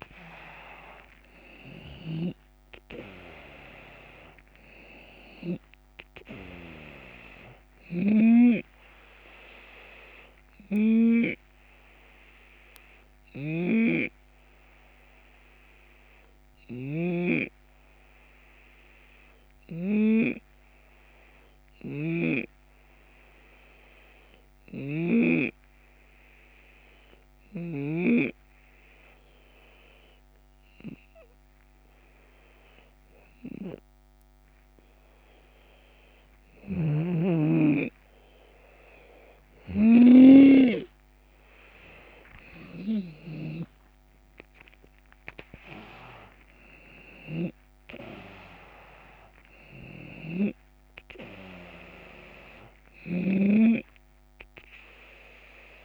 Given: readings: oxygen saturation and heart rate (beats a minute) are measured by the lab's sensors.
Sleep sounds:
breathing in sleep by a microphone on the trachea; 1
0.00-5.00 s: snoring (device-marked)
0.00-11.00 s: drop in pulse transit time (device-marked, heart rate 75 extreme)
6.00-24.00 s: oxygen desaturation (device-marked, oxygen 94% before, 90% lowest, heart rate 77 before, 71 extreme)
7.00-10.50 s: snoring (device-marked)
10.50-35.00 s: hypopnea (oxygen 94% before, 89% lowest, heart rate 79 before, 71 extreme, up 5 after)
12.50-19.50 s: snoring (device-marked)
24.00-27.50 s: snoring (device-marked)
36.00-55.85 s: snoring (device-marked)
40.00-55.00 s: drop in pulse transit time (device-marked, heart rate 73 before, 76 extreme)
41.00-45.50 s: arousal
41.00-55.85 s: oxygen desaturation (device-marked, oxygen 93% before, 89% lowest, heart rate 73 before, 69 extreme)
From the record:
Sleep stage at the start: N2 (light sleep); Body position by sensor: on the left side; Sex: male

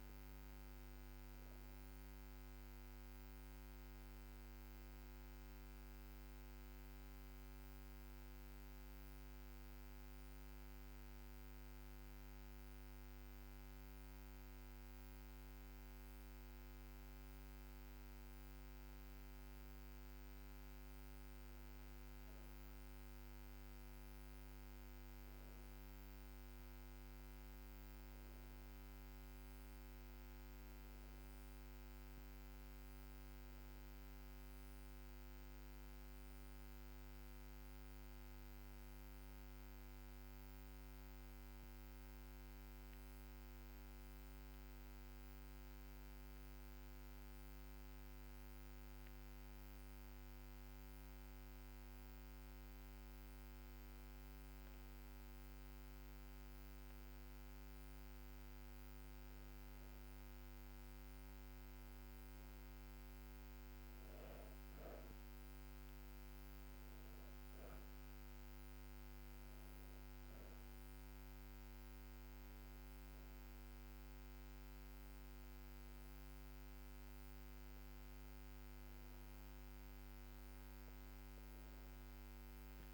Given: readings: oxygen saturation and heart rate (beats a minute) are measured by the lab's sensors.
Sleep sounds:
breathing in sleep, hard to hear, by a microphone on the trachea; 2
5.50-19.00 s: hypopnea (oxygen 98% before, 94% lowest, heart rate 78 before, 73 extreme, up 4 after)
18.50-34.50 s: oxygen desaturation (device-marked, oxygen 98% before, 94% lowest, heart rate 76 before, 74 extreme)
22.50-28.00 s: arousal
39.00-51.50 s: hypopnea (oxygen 98% before, 95% lowest, heart rate 77 before, 75 extreme, up 2 after)
67.50-82.94 s: new sleep stage, awake
From the record:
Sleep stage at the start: N1 (lightest sleep); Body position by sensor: on the back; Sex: female

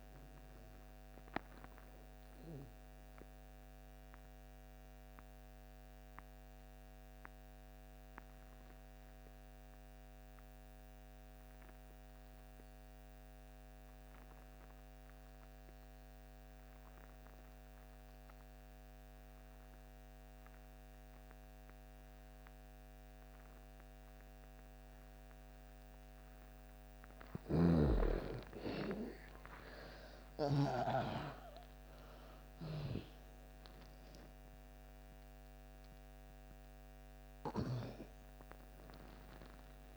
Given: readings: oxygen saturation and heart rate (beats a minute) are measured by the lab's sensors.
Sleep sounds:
breathing in sleep by a microphone on the trachea; 1
0.00-17.00 s: oxygen desaturation (device-marked, oxygen 83% lowest)
3.50-26.00 s: obstructive apnea (oxygen 97% before, 80% lowest)
22.00-39.97 s: oxygen desaturation (device-marked, oxygen 98% before, 80% lowest)
27.50-31.50 s: arousal
From the record:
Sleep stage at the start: N2 (light sleep); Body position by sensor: on the back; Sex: female

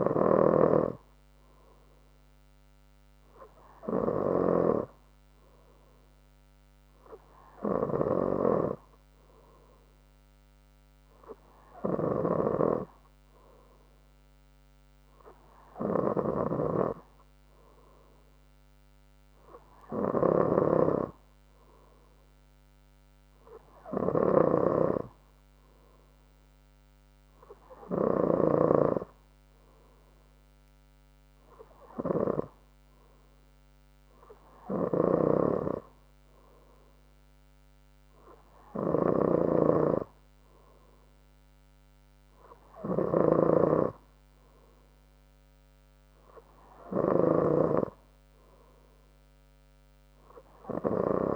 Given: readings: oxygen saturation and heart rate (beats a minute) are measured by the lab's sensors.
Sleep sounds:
breathing in sleep by a microphone on the trachea; none
none scored
From the record:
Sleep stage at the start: N3 (deep sleep); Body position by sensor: on the front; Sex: female

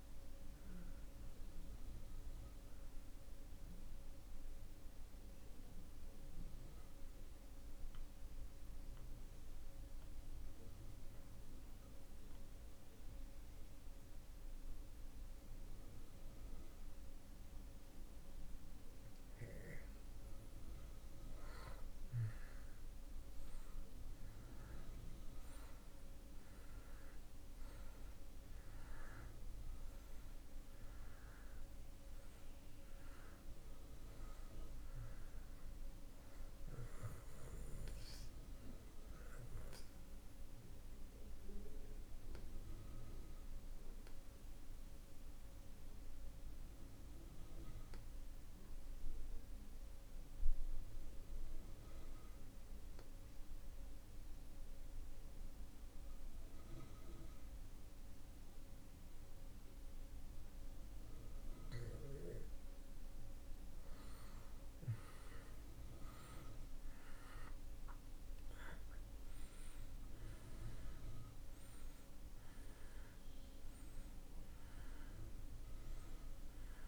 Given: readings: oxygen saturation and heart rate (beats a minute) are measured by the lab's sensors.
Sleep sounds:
breathing in sleep, hard to hear, by a room microphone; 2
0.00-16.00 s: oxygen desaturation (device-marked, oxygen 78% lowest)
1.50-18.00 s: mixed apnea (oxygen 95% before, 78% lowest)
20.50-26.00 s: arousal
28.00-56.00 s: oxygen desaturation (device-marked, oxygen 97% before, 80% lowest)
39.00-62.00 s: obstructive apnea (oxygen 97% before, 79% lowest)
64.00-68.50 s: arousal
67.00-76.87 s: oxygen desaturation (device-marked, oxygen 96% before, 79% lowest)
From the record:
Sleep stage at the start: N2 (light sleep); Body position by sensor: on the back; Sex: male

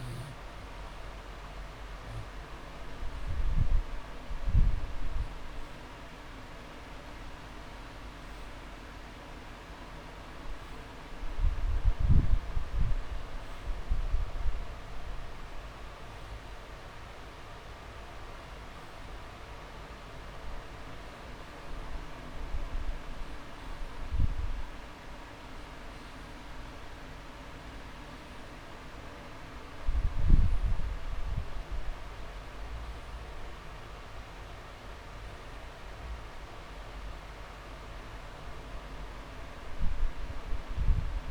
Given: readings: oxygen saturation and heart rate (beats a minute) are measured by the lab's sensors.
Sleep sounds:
breathing in sleep, hard to hear, by a room microphone; none
11.00-13.00 s: long interval between heartbeats (device-marked)
36.50-40.00 s: arousal
37.00-39.00 s: long interval between heartbeats (device-marked)
From the record:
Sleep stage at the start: N2 (light sleep); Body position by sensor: on the back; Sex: male

